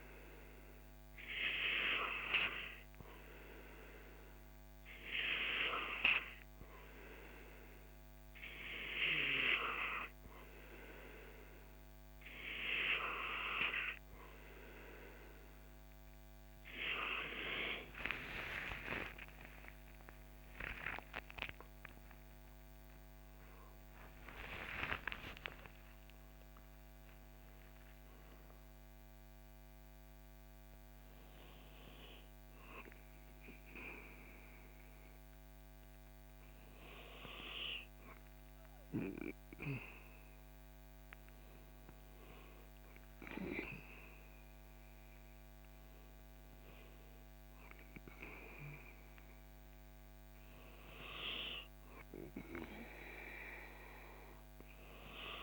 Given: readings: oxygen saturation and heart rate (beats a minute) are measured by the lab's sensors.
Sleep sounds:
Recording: breathing in sleep by a microphone on the trachea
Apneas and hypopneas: none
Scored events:
18.50-25.50 s: arousal
From the record:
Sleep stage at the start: N2 (light sleep)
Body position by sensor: on the back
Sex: male

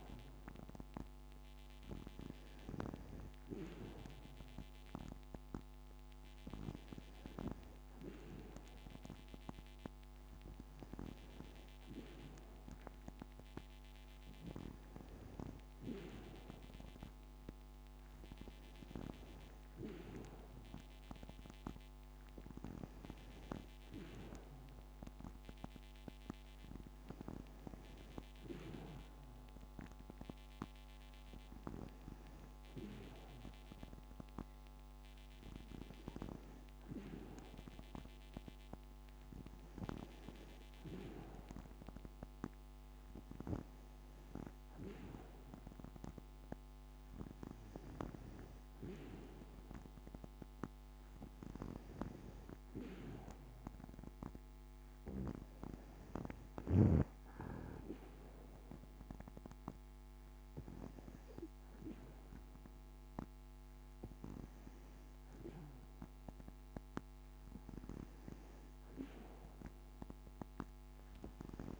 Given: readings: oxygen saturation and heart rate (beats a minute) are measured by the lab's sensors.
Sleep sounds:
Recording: breathing in sleep by a microphone on the trachea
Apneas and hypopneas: none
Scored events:
none scored
From the record:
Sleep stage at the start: N2 (light sleep)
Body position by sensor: on the back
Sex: female

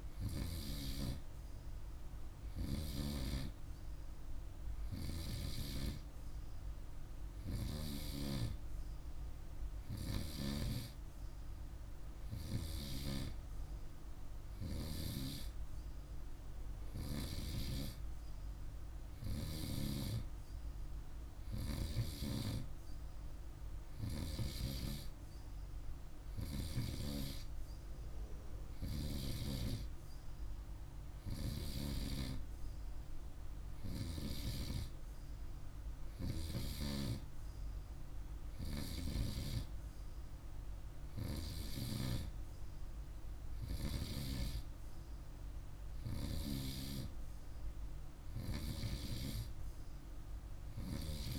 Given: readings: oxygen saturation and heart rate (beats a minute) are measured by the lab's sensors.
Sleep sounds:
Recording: breathing in sleep by a room microphone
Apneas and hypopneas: none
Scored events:
none scored
From the record:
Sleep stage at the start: N2 (light sleep)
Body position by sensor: on the right side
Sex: male

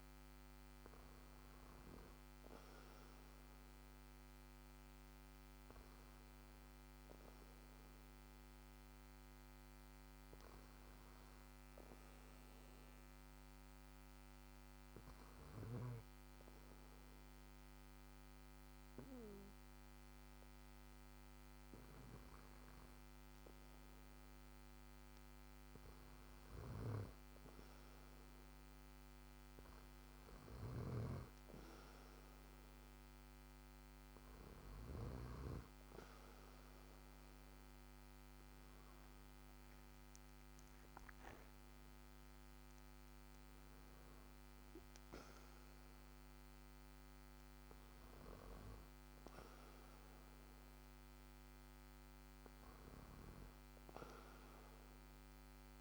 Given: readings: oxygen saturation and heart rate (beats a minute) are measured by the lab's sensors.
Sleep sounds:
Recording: breathing in sleep by a microphone on the trachea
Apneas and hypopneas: 1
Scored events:
12.00-24.50 s: hypopnea (oxygen 95% before, 92% lowest, heart rate 55 before, 55 extreme, up 2 after)
26.50-30.50 s: arousal
From the record:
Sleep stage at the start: N2 (light sleep)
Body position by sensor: on the back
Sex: male

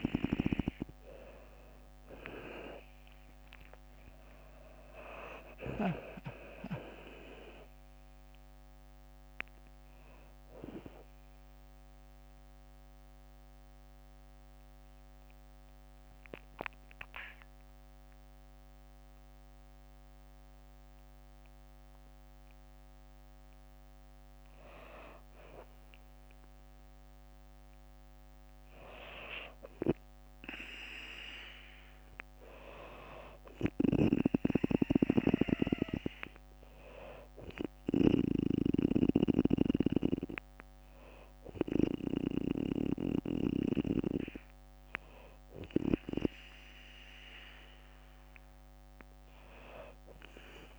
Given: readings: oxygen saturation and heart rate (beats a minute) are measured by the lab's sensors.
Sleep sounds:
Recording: breathing in sleep by a microphone on the trachea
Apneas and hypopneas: 1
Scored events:
2.50-4.50 s: long interval between heartbeats (device-marked, heart rate 62 before, 74 extreme)
2.50-6.50 s: arousal
3.50-20.50 s: drop in pulse transit time (device-marked, heart rate 63 before, 59 extreme)
11.50-13.50 s: bradycardia (device-marked, heart rate 62 before, 62 extreme)
11.50-23.50 s: obstructive apnea (oxygen 97% before, 94% lowest, heart rate 68 before, 57 extreme, up 0 after)
19.50-28.50 s: bradycardia (device-marked, heart rate 62 before, 57 extreme)
26.50-29.50 s: arousal
33.00-37.50 s: snoring (device-marked)
34.50-47.50 s: oxygen desaturation (device-marked, oxygen 98% before, 94% lowest, heart rate 59 before, 60 extreme)
From the record:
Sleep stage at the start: N2 (light sleep)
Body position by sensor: on the back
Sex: female

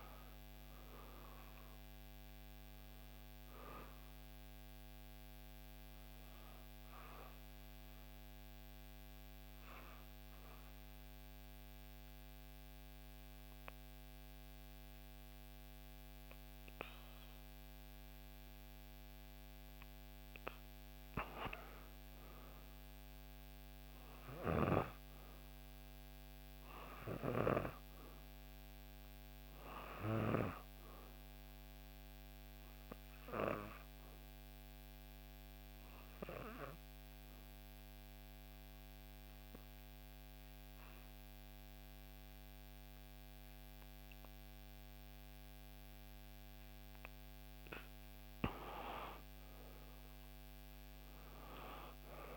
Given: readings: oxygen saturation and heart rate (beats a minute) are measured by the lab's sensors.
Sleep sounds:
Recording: breathing in sleep by a microphone on the trachea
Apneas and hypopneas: 2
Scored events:
0.00-13.00 s: oxygen desaturation (device-marked, oxygen 92% lowest, heart rate 58 extreme)
8.00-20.50 s: obstructive apnea (oxygen 97% before, 89% lowest, heart rate 63 before, 58 extreme, up 5 after)
21.50-25.50 s: arousal
28.00-41.00 s: oxygen desaturation (device-marked, oxygen 97% before, 92% lowest, heart rate 61 before, 59 extreme)
30.50-47.50 s: obstructive apnea (oxygen 97% before, 89% lowest, heart rate 60 before, 58 extreme, up 4 after)
49.50-52.37 s: arousal
From the record:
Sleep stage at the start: N2 (light sleep)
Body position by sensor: on the back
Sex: female

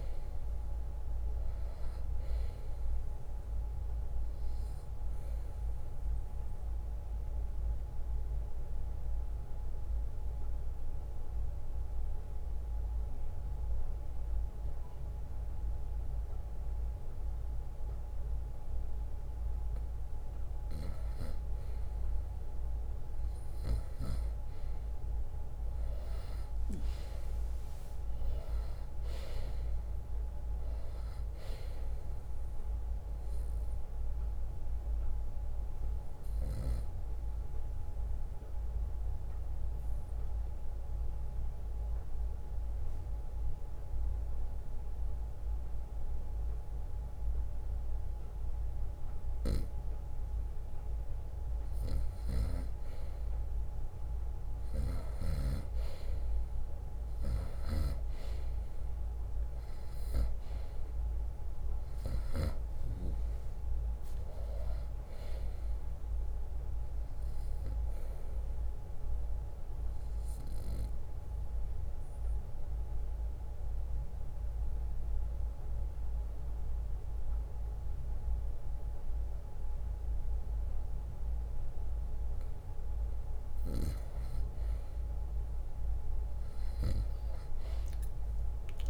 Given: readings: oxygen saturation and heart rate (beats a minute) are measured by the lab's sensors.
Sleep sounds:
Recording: breathing in sleep by a room microphone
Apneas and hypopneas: 3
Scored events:
0.00-21.00 s: oxygen desaturation (device-marked, oxygen 90% lowest, heart rate 53 extreme)
6.00-22.00 s: obstructive apnea (oxygen 97% before, 90% lowest, heart rate 64 before, 53 extreme, up 6 after)
8.00-28.00 s: bradycardia (device-marked, heart rate 64 before, 53 extreme)
25.00-29.50 s: arousal
29.00-43.00 s: drop in pulse transit time (device-marked, heart rate 57 before, 58 extreme)
34.00-52.00 s: oxygen desaturation (device-marked, oxygen 98% before, 92% lowest, heart rate 58 before, 59 extreme)
37.00-52.00 s: obstructive apnea (oxygen 98% before, 90% lowest, heart rate 59 before, 59 extreme, up 2 after)
41.00-51.00 s: bradycardia (device-marked, heart rate 64 before, 59 extreme)
55.00-59.50 s: arousal
62.00-85.00 s: oxygen desaturation (device-marked, oxygen 97% before, 90% lowest, heart rate 60 before, 59 extreme)
62.50-64.50 s: long interval between heartbeats (device-marked, heart rate 60 before, 65 extreme)
63.00-78.00 s: drop in pulse transit time (device-marked, heart rate 60 before, 60 extreme)
69.50-83.00 s: obstructive apnea (oxygen 97% before, 90% lowest, heart rate 62 before, 59 extreme, up 1 after)
77.00-87.00 s: bradycardia (device-marked, heart rate 63 before, 59 extreme)
85.00-88.90 s: arousal
From the record:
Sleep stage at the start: N2 (light sleep)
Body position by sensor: on the right side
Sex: male

